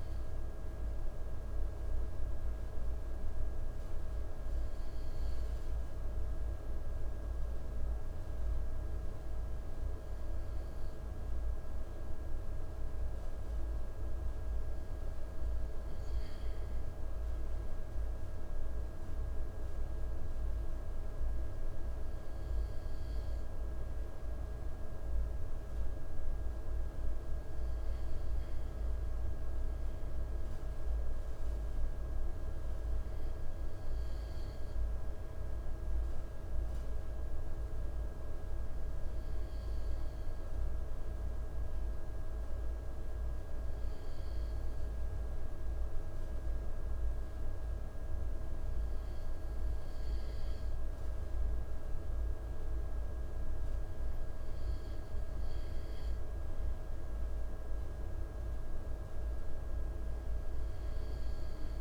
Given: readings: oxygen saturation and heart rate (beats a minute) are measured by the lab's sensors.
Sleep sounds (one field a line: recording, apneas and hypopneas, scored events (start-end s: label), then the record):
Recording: breathing in sleep, hard to hear, by a room microphone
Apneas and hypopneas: none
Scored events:
none scored
From the record:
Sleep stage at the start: N2 (light sleep)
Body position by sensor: on the right side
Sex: male